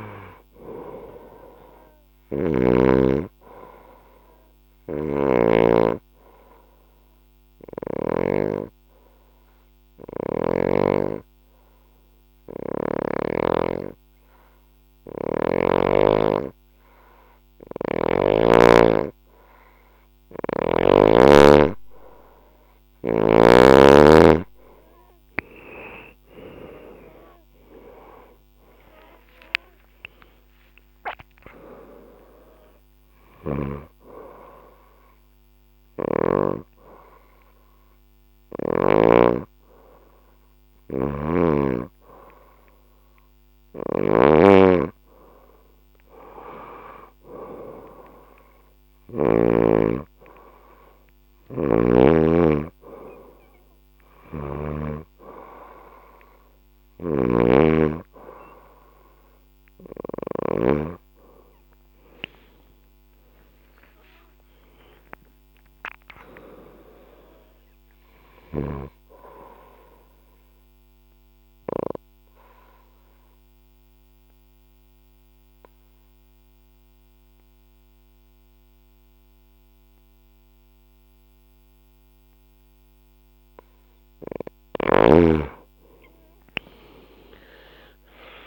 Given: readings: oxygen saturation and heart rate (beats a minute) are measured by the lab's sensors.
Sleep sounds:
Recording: breathing in sleep by a microphone on the trachea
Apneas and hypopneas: 3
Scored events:
0.00-8.00 s: snoring (device-marked)
0.00-13.00 s: oxygen desaturation (device-marked, oxygen 95% before, 91% lowest, heart rate 66 before, 62 extreme)
5.00-20.00 s: obstructive apnea (oxygen 97% before, 90% lowest, heart rate 67 before, 58 extreme, up 10 after)
23.00-44.00 s: oxygen desaturation (device-marked, oxygen 96% before, 90% lowest, heart rate 65 before, 58 extreme)
26.50-32.00 s: arousal
34.50-45.00 s: hypopnea (oxygen 96% before, 90% lowest, heart rate 72 before, 58 extreme, up 8 after)
36.00-43.00 s: bradycardia (device-marked, heart rate 77 before, 58 extreme)
40.50-49.00 s: snoring (device-marked)
53.50-60.50 s: snoring (device-marked)
61.50-65.50 s: arousal
69.50-83.50 s: obstructive apnea (oxygen 97% before, 90% lowest, heart rate 73 before, 54 extreme, up 16 after)
72.00-80.00 s: bradycardia (device-marked, heart rate 75 before, 58 extreme)
86.00-88.47 s: arousal
From the record:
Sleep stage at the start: N2 (light sleep)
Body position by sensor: on the left side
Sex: female

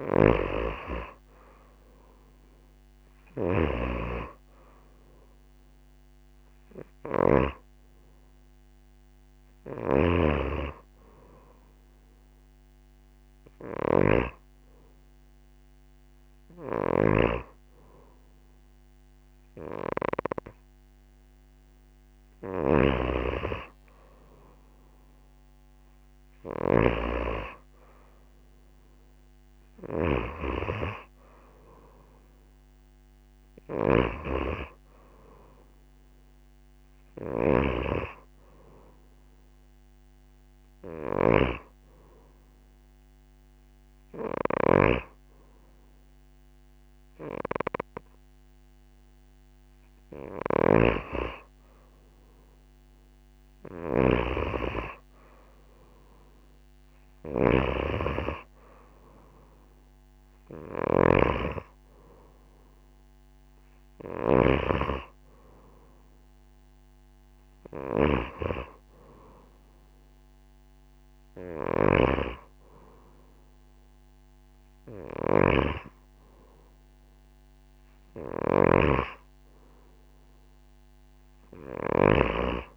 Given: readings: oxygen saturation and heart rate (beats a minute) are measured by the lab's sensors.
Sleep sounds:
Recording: breathing in sleep by a microphone on the trachea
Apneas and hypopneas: 1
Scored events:
1.50-12.50 s: oxygen desaturation (device-marked, oxygen 94% before, 88% lowest)
22.50-27.00 s: snoring (device-marked)
30.50-41.50 s: oxygen desaturation (device-marked, oxygen 94% before, 90% lowest, heart rate 34 before, 27 extreme)
33.50-54.00 s: snoring (device-marked)
40.00-52.00 s: hypopnea (oxygen 94% before, 89% lowest, heart rate 35 before, 25 extreme, up 22 after)
54.00-57.50 s: arousal
58.50-69.50 s: oxygen desaturation (device-marked, oxygen 94% before, 89% lowest)
60.50-64.50 s: snoring (device-marked)
71.50-82.00 s: snoring (device-marked)
From the record:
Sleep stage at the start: N2 (light sleep)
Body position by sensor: on the right side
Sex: female

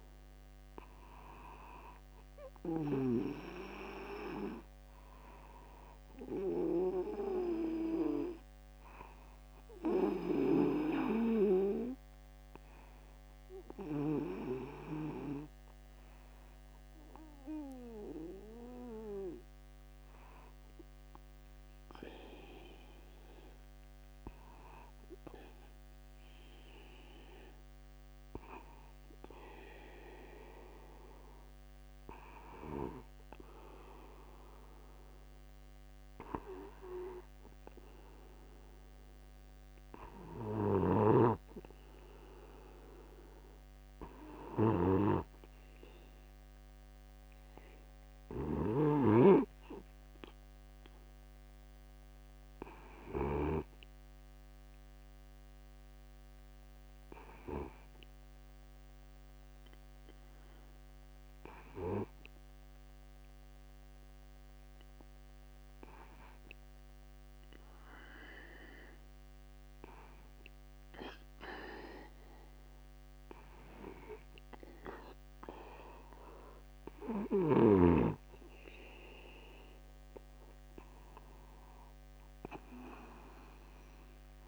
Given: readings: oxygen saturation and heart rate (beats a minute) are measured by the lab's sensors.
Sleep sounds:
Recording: breathing in sleep by a microphone on the trachea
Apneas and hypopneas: 1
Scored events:
1.00-5.00 s: arousal
41.50-49.50 s: snoring (device-marked)
58.50-77.00 s: obstructive apnea (oxygen 96% before, 93% lowest, heart rate 52 before, 52 extreme, up 1 after)
75.00-84.48 s: new sleep stage, awake
From the record:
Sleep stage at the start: N2 (light sleep)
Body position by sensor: upright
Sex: male

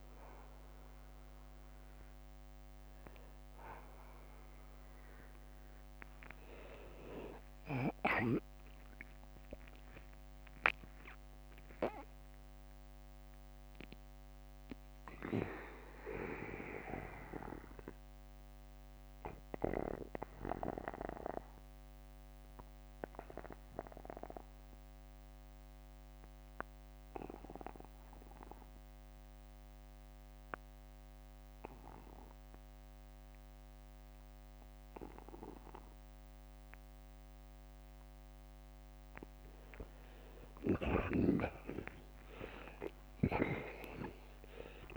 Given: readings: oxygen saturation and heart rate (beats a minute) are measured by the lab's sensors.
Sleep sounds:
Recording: breathing in sleep by a microphone on the trachea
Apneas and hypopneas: 1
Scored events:
0.00-27.00 s: oxygen desaturation (device-marked, oxygen 85% lowest, heart rate 49 extreme)
5.00-8.00 s: arousal
8.00-10.00 s: long interval between heartbeats (device-marked, heart rate 76 before, 57 extreme)
10.00-39.00 s: mixed apnea (oxygen 93% before, 85% lowest, heart rate 74 before, 49 extreme, up 14 after)
30.00-44.97 s: new sleep stage, N2 (light sleep)
31.00-33.00 s: long interval between heartbeats (device-marked, heart rate 60 before, 60 extreme)
41.50-44.97 s: arousal
From the record:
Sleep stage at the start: N1 (lightest sleep)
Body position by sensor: on the back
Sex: male

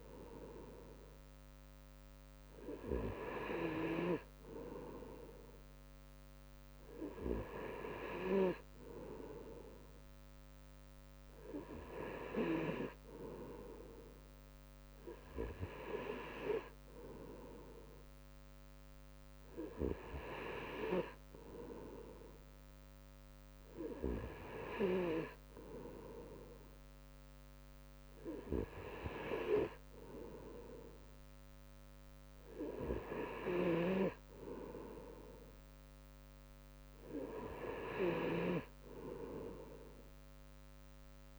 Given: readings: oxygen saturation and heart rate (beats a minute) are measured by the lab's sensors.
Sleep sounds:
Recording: breathing in sleep by a microphone on the trachea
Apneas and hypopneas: none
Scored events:
none scored
From the record:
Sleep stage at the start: N2 (light sleep)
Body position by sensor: on the right side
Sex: male

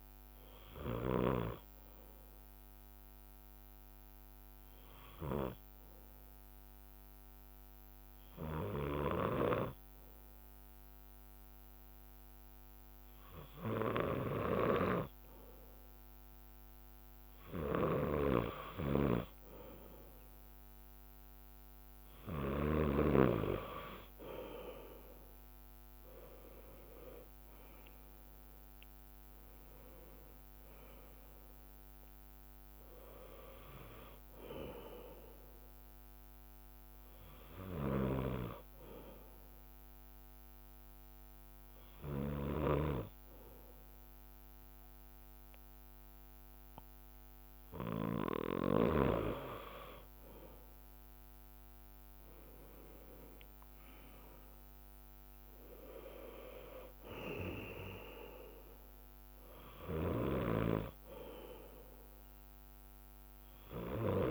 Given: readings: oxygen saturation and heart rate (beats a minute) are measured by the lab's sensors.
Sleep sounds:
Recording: breathing in sleep by a microphone on the trachea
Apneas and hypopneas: 2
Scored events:
0.00-3.00 s: leg movement (device-marked)
0.00-7.50 s: drop in pulse transit time (device-marked, heart rate 58 extreme)
0.00-8.50 s: oxygen desaturation (device-marked, oxygen 95% lowest, heart rate 57 extreme)
0.00-24.50 s: bradycardia (device-marked, heart rate 57 extreme)
3.50-16.50 s: hypopnea (oxygen 100% before, 95% lowest, heart rate 59 before, 57 extreme, up 1 after)
8.50-11.50 s: leg movement (device-marked)
18.50-23.00 s: arousal
25.00-32.00 s: leg movement (device-marked)
32.00-36.00 s: arousal
33.50-48.50 s: bradycardia (device-marked, heart rate 64 before, 56 extreme)
39.00-50.00 s: hypopnea (oxygen 98% before, 95% lowest, heart rate 60 before, 57 extreme, up 8 after)
43.50-56.50 s: drop in pulse transit time (device-marked, heart rate 60 before, 57 extreme)
45.50-48.50 s: leg movement (device-marked)
52.00-55.50 s: arousal
59.50-64.31 s: bradycardia (device-marked, heart rate 64 before, 58 extreme)
62.00-64.31 s: leg movement (device-marked)
From the record:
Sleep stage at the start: N2 (light sleep)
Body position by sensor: on the left side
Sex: male

